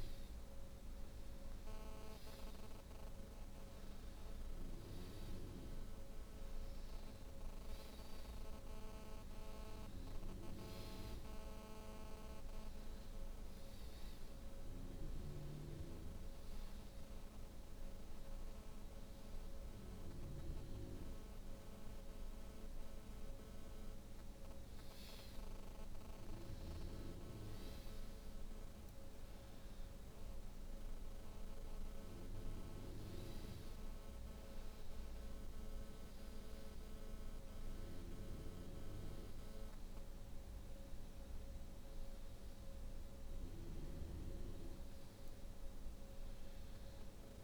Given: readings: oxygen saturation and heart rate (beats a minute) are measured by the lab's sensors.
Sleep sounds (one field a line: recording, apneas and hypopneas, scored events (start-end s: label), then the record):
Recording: breathing in sleep, hard to hear, by a room microphone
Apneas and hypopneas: none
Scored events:
none scored
From the record:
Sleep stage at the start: N2 (light sleep)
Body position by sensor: on the back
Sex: female